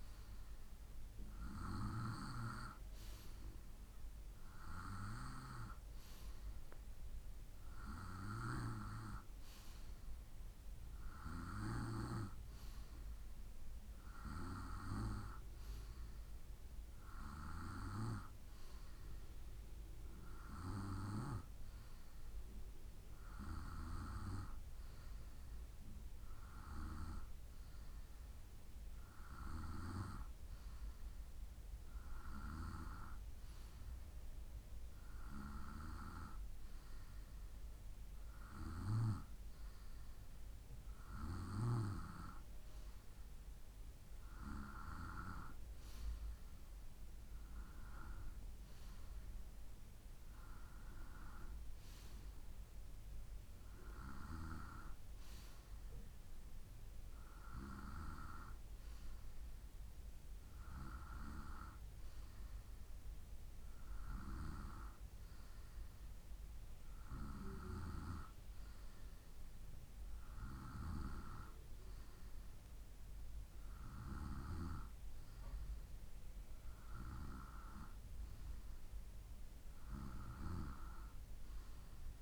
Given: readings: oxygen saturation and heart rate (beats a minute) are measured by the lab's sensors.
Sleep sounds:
breathing in sleep by a room microphone; none
none scored
From the record:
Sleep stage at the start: N2 (light sleep); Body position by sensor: on the right side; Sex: male

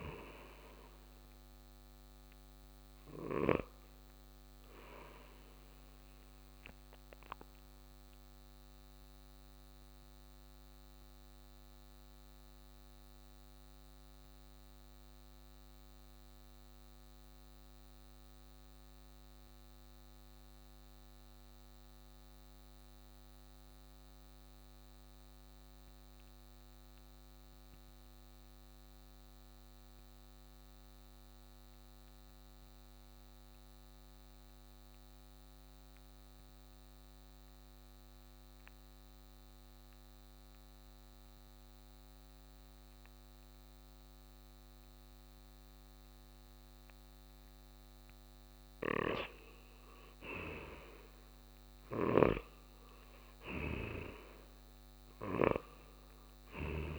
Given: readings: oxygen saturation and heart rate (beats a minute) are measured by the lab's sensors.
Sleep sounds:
breathing in sleep by a microphone on the trachea; 1
0.00-4.00 s: snoring (device-marked)
0.00-19.50 s: oxygen desaturation (device-marked, oxygen 82% lowest, heart rate 56 extreme)
8.00-48.50 s: mixed apnea (oxygen 95% before, 82% lowest, heart rate 64 before, 53 extreme, up 7 after)
36.50-56.99 s: oxygen desaturation (device-marked, oxygen 98% before, 85% lowest, heart rate 57 before, 52 extreme)
50.50-54.00 s: arousal
52.00-56.99 s: snoring (device-marked)
From the record:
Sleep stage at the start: N2 (light sleep); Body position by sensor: on the right side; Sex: male

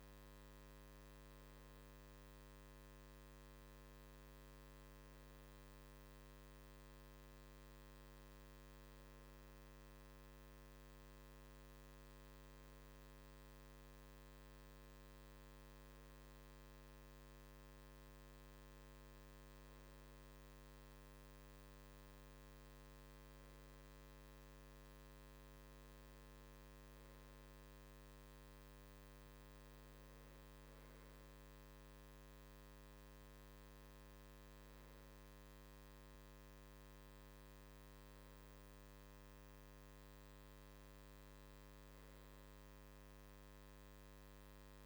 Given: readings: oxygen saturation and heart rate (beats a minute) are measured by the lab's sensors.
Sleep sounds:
breathing in sleep, hard to hear, by a microphone on the trachea; none
none scored
From the record:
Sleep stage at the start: N2 (light sleep); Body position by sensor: on the right side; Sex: male

